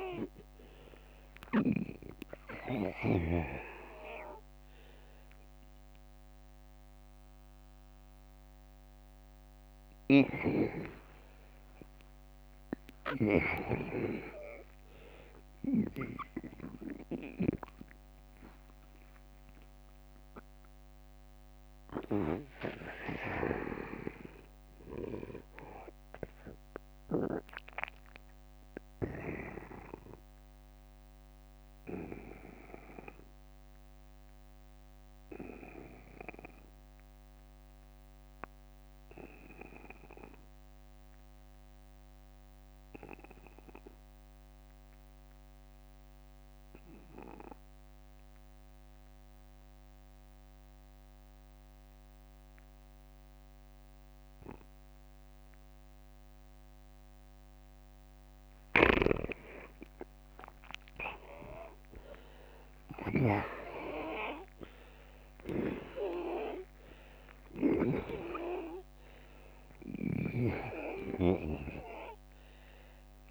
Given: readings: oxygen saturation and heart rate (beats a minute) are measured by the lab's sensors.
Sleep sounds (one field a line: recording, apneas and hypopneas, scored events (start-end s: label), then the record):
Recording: breathing in sleep by a microphone on the trachea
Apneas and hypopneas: 1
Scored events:
0.00-9.00 s: oxygen desaturation (device-marked, oxygen 84% lowest, heart rate 35 extreme)
11.50-14.50 s: arousal
17.00-56.50 s: mixed apnea (oxygen 87% before, 74% lowest, heart rate 76 before, 45 extreme, up 10 after)
18.00-73.31 s: new sleep stage, N2 (light sleep)
42.50-44.50 s: long interval between heartbeats (device-marked, heart rate 55 before, 48 extreme)
47.00-49.00 s: long interval between heartbeats (device-marked, heart rate 53 before, 53 extreme)
55.00-73.31 s: oxygen desaturation (device-marked, oxygen 95% before, 82% lowest, heart rate 51 before, 44 extreme)
58.50-62.00 s: arousal
69.50-73.31 s: snoring (device-marked)
From the record:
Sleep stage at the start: N1 (lightest sleep)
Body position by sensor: on the back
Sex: male